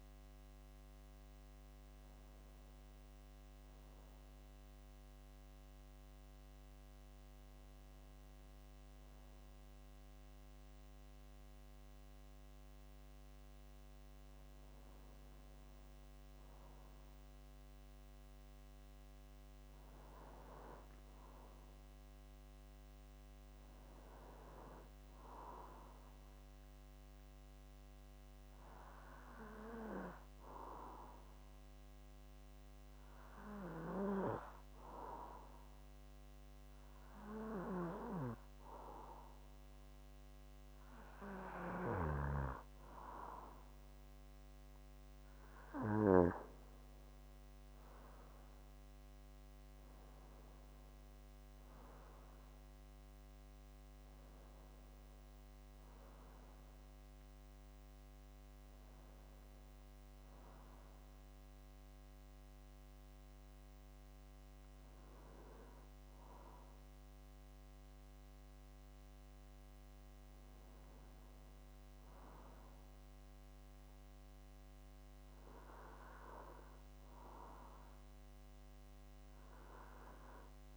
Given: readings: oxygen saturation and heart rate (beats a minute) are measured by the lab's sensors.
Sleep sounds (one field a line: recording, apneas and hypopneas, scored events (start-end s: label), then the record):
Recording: breathing in sleep by a microphone on the trachea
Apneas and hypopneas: 2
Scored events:
3.00-14.00 s: hypopnea (oxygen 95% before, 92% lowest)
17.50-20.50 s: arousal
21.50-31.50 s: oxygen desaturation (device-marked, oxygen 97% before, 93% lowest)
26.50-41.00 s: hypopnea (oxygen 97% before, 92% lowest)
47.00-50.50 s: arousal
From the record:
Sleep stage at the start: N2 (light sleep)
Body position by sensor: on the back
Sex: male